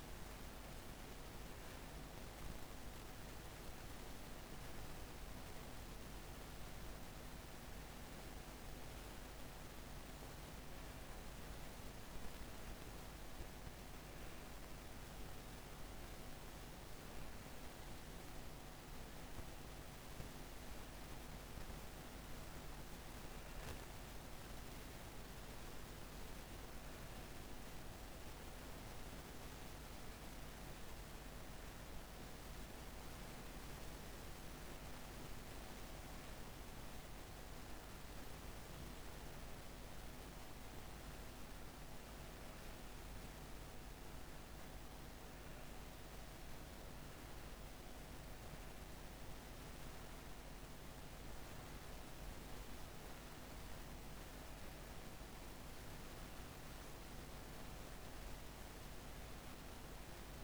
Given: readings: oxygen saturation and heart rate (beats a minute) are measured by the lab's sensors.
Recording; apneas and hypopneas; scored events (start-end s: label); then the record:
breathing in sleep, hard to hear, by a microphone on the trachea; none
none scored
From the record:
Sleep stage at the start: N1 (lightest sleep); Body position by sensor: on the right side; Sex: female